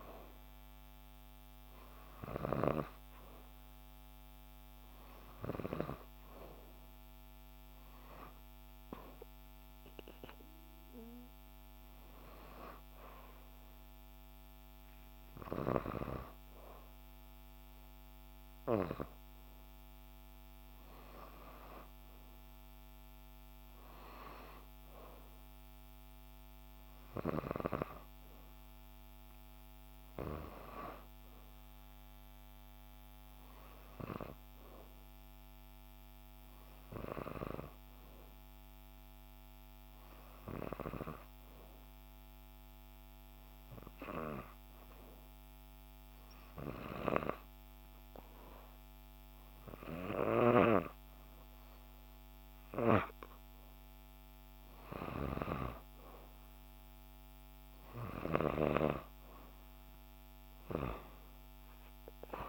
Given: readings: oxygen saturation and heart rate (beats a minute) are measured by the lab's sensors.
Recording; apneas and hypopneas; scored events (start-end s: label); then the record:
breathing in sleep by a microphone on the trachea; 1
4.00-19.00 s: oxygen desaturation (device-marked, oxygen 95% before, 90% lowest, heart rate 61 before, 59 extreme)
21.00-24.50 s: arousal
35.50-51.50 s: hypopnea (oxygen 93% before, 88% lowest, heart rate 62 before, 60 extreme, up 2 after)
53.00-56.50 s: arousal
58.00-62.49 s: oxygen desaturation (device-marked, oxygen 93% before, 90% lowest, heart rate 61 before, 59 extreme)
From the record:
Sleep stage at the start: N2 (light sleep); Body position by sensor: on the right side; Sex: female